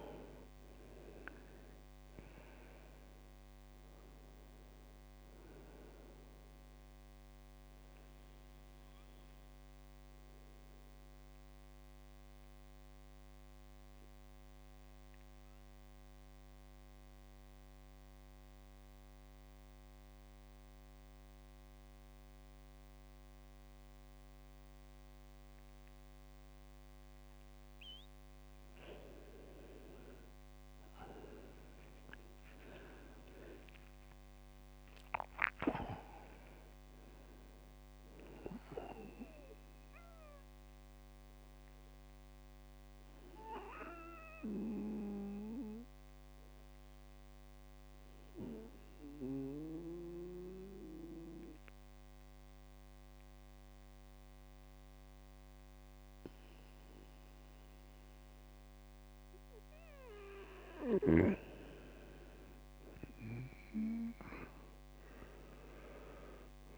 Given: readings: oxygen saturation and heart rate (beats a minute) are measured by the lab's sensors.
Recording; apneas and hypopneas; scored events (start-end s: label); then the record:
breathing in sleep by a microphone on the trachea; 2
8.00-29.00 s: obstructive apnea (oxygen 99% before, 96% lowest, heart rate 66 before, 59 extreme, up 7 after)
31.50-35.50 s: arousal
40.50-59.50 s: obstructive apnea (oxygen 100% before, 96% lowest, heart rate 65 before, 60 extreme, up 0 after)
61.50-66.00 s: arousal
From the record:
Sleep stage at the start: N2 (light sleep); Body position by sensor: on the right side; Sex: male